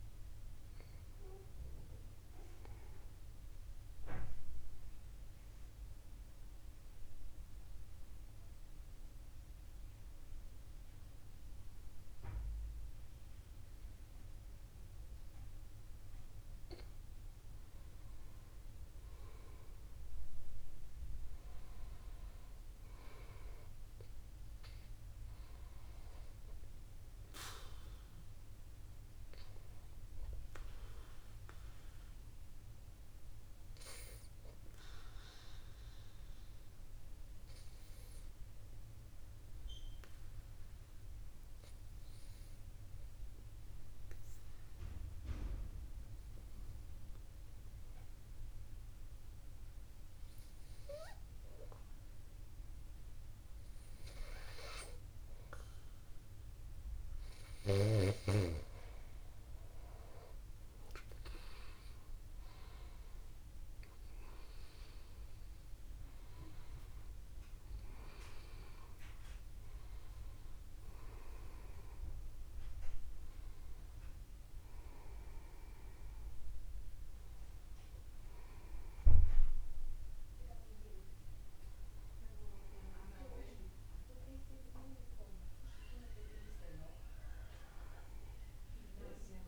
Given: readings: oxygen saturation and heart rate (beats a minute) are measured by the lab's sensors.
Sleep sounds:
breathing in sleep by a room microphone; 2
4.00-17.00 s: mixed apnea (oxygen 98% before, 95% lowest, heart rate 63 before, 49 extreme, up 1 after)
15.50-75.50 s: new sleep stage, N2 (light sleep)
18.50-22.50 s: arousal
32.50-53.50 s: obstructive apnea (oxygen 98% before, 95% lowest, heart rate 50 before, 50 extreme, up 9 after)
58.00-60.00 s: long interval between heartbeats (device-marked, heart rate 51 before, 58 extreme)
60.00-64.50 s: arousal
75.50-89.48 s: new sleep stage, N1 (lightest sleep)
From the record:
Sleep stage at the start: N1 (lightest sleep); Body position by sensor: upright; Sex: male

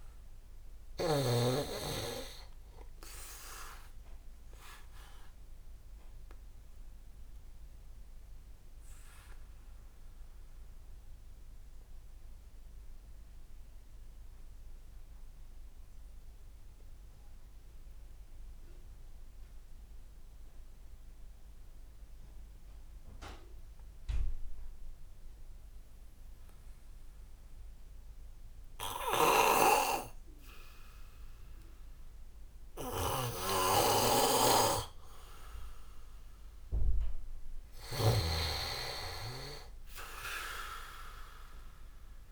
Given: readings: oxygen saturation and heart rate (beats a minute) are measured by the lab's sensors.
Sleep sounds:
breathing in sleep by a room microphone; 1
0.00-1.00 s: snoring (device-marked)
6.00-32.00 s: obstructive apnea (oxygen 99% before, 94% lowest, heart rate 60 before, 55 extreme, up 2 after)
28.50-42.31 s: snoring (device-marked)
34.00-37.50 s: arousal
38.00-42.31 s: oxygen desaturation (device-marked, oxygen 98% before, 95% lowest, heart rate 58 before, 55 extreme)
From the record:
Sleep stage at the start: N2 (light sleep); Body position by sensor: on the back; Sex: male

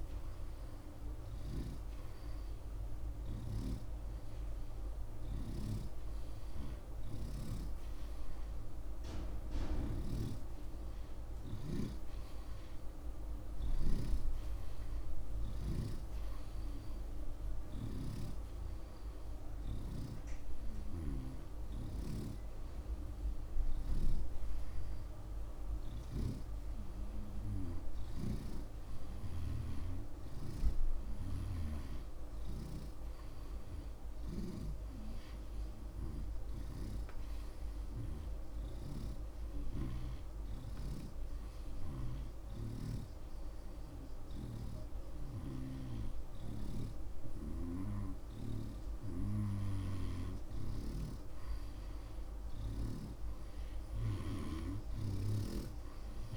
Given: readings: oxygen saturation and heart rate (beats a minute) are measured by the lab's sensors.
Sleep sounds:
breathing in sleep by a room microphone; none
0.00-9.00 s: oxygen desaturation (device-marked, oxygen 84% lowest)
5.50-26.50 s: snoring (device-marked)
34.00-56.37 s: snoring (device-marked)
From the record:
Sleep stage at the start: N2 (light sleep); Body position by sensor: on the right side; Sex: male

